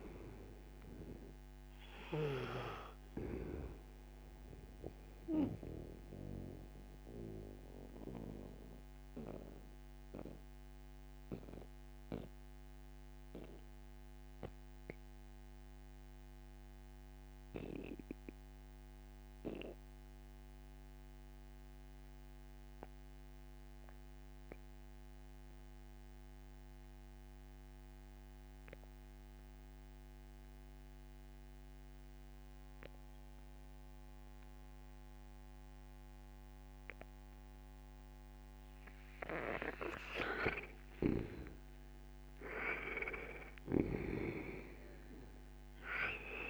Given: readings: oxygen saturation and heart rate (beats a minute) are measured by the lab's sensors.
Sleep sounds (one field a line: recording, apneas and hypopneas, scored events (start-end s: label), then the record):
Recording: breathing in sleep by a microphone on the trachea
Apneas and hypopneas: 1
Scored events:
0.00-26.50 s: oxygen desaturation (device-marked, oxygen 78% lowest, heart rate 60 extreme)
4.00-37.50 s: mixed apnea (oxygen 98% before, 78% lowest, heart rate 66 before, 60 extreme, up 16 after)
38.50-46.50 s: oxygen desaturation (device-marked, oxygen 98% before, 82% lowest, heart rate 61 before, 59 extreme)
39.00-43.00 s: arousal
From the record:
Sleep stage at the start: N2 (light sleep)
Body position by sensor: on the right side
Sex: male